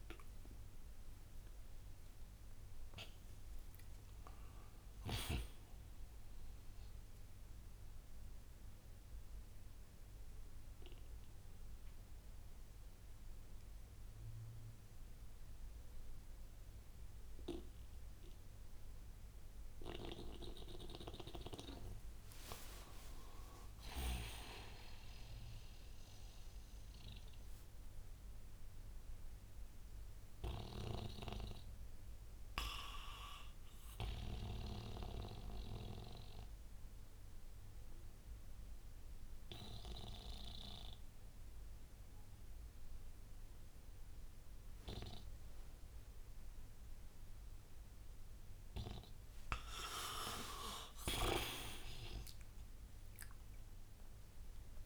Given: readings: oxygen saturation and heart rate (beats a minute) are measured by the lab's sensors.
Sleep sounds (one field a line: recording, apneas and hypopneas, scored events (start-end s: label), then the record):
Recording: breathing in sleep by a room microphone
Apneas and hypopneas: 2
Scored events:
0.00-3.50 s: arousal
0.00-15.00 s: oxygen desaturation (device-marked, oxygen 86% lowest, heart rate 62 extreme)
7.00-21.00 s: central apnea (oxygen 96% before, 85% lowest, heart rate 73 before, 62 extreme, up 31 after)
22.50-27.00 s: arousal
36.00-49.00 s: obstructive apnea (oxygen 98% before, 85% lowest, heart rate 80 before, 62 extreme, up 23 after)
38.00-46.00 s: oxygen desaturation (device-marked, oxygen 97% before, 94% lowest, heart rate 78 before, 62 extreme)
50.50-54.50 s: arousal
53.00-54.85 s: oxygen desaturation (device-marked, oxygen 95% before, 85% lowest, heart rate 65 before, 60 extreme)
From the record:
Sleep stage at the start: N2 (light sleep)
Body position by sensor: on the right side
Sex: male